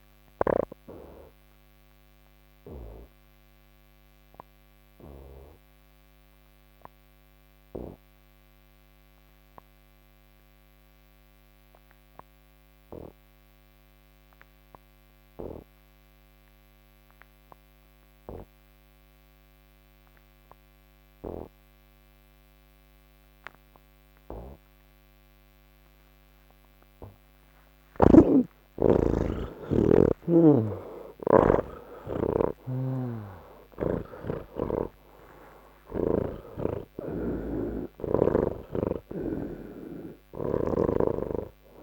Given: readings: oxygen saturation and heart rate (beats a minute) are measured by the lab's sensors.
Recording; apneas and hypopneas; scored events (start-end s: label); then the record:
breathing in sleep by a microphone on the trachea; none
27.50-41.83 s: new sleep stage, N2 (light sleep)
32.50-36.00 s: snoring (device-marked)
From the record:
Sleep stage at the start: N1 (lightest sleep); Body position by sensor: on the back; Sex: male